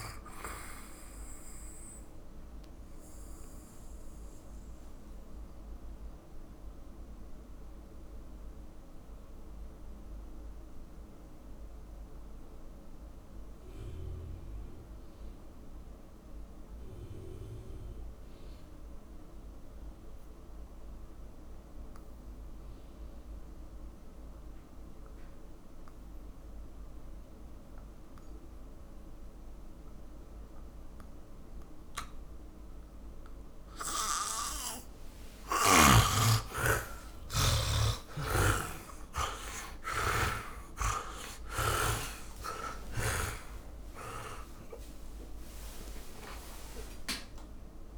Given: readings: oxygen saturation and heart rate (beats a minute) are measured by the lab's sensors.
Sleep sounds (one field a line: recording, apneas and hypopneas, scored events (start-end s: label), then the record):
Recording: breathing in sleep by a room microphone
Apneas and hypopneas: 1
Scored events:
0.00-11.50 s: oxygen desaturation (device-marked, oxygen 81% lowest, heart rate 47 extreme)
3.00-35.00 s: mixed apnea (oxygen 100% before, 77% lowest, heart rate 68 before, 47 extreme, up 31 after)
13.50-25.50 s: oxygen desaturation (device-marked, oxygen 85% before, 77% lowest, heart rate 77 before, 47 extreme)
27.50-47.98 s: oxygen desaturation (device-marked, oxygen 100% before, 82% lowest, heart rate 60 before, 47 extreme)
37.50-43.00 s: arousal
38.00-42.00 s: snoring (device-marked)
42.50-47.98 s: tachycardia (device-marked, heart rate 66 before, 160 extreme)
From the record:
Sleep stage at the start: N2 (light sleep)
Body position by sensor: on the back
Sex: male